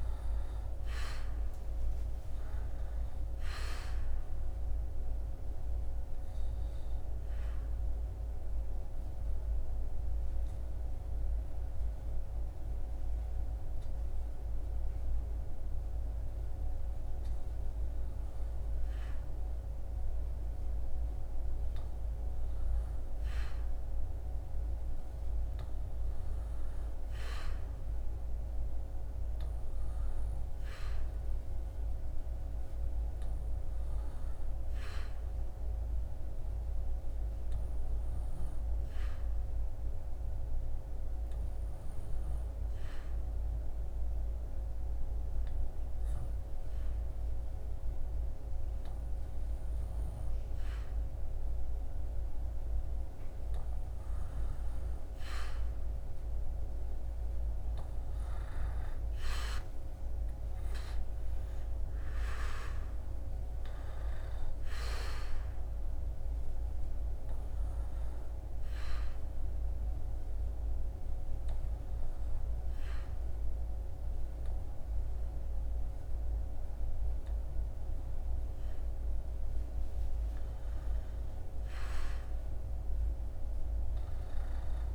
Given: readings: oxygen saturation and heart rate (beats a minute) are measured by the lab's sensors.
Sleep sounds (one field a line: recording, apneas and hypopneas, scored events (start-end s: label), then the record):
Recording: breathing in sleep, hard to hear, by a room microphone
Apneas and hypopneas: 3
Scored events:
7.50-18.00 s: obstructive apnea (oxygen 98% before, 95% lowest, heart rate 77 before, 62 extreme, up 9 after)
21.50-26.50 s: arousal
33.00-52.50 s: obstructive apnea (oxygen 97% before, 95% lowest, heart rate 68 before, 71 extreme, up 2 after)
42.50-54.50 s: oxygen desaturation (device-marked, oxygen 99% before, 96% lowest, heart rate 71 before, 71 extreme)
54.50-60.00 s: arousal
68.00-78.50 s: obstructive apnea (oxygen 99% before, 95% lowest, heart rate 76 before, 65 extreme, up 10 after)
81.00-84.95 s: arousal
From the record:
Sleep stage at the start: N2 (light sleep)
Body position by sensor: on the back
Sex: male